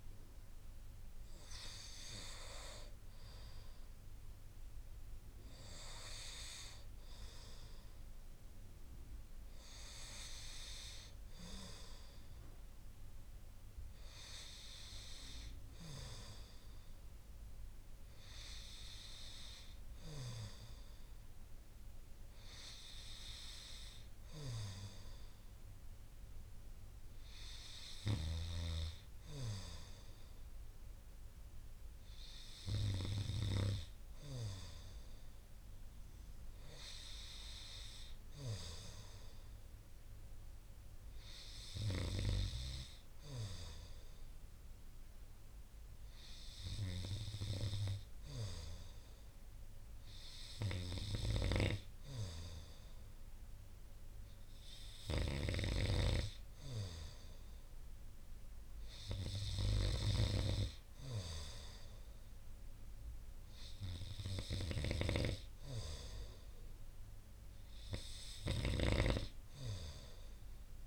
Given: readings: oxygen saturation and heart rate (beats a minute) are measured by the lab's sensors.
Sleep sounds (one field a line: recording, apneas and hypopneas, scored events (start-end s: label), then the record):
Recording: breathing in sleep by a room microphone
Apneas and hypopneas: none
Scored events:
64.50-69.00 s: snoring (device-marked)
From the record:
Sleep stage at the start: N2 (light sleep)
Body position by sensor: on the right side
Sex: male